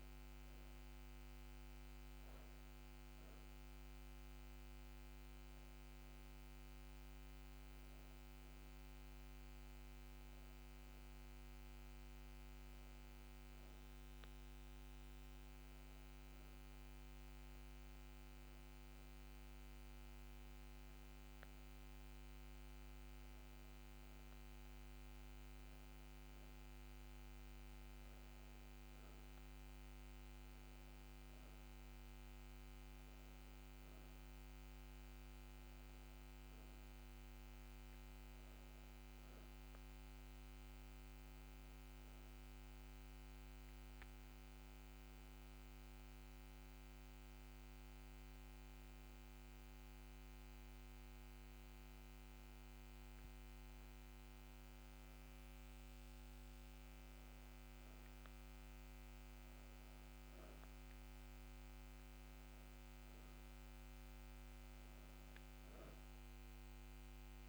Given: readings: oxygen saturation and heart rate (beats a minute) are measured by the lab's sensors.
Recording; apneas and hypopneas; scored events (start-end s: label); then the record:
breathing in sleep, hard to hear, by a microphone on the trachea; 1
27.00-57.00 s: new sleep stage, N2 (light sleep)
27.50-32.00 s: arousal
40.50-54.00 s: hypopnea (oxygen 96% before, 94% lowest, heart rate 103 before, 47 extreme, up 23 after)
57.00-60.50 s: arousal
57.00-67.49 s: new sleep stage, N1 (lightest sleep)
From the record:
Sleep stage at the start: N1 (lightest sleep); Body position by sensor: on the back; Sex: female